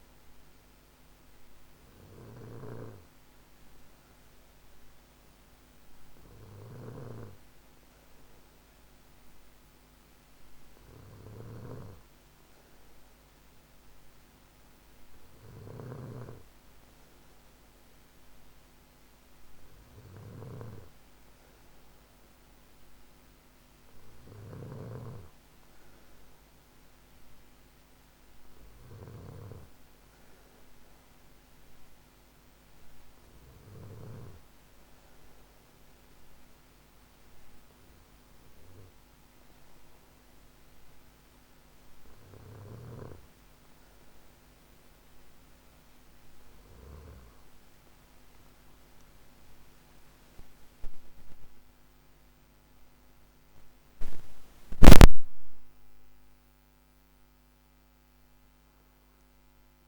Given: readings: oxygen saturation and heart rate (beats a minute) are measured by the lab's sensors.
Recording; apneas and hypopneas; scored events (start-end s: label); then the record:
breathing in sleep by a microphone on the trachea; none
0.00-33.50 s: snoring (device-marked)
47.50-51.50 s: arousal
From the record:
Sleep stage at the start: N2 (light sleep); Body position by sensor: on the back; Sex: male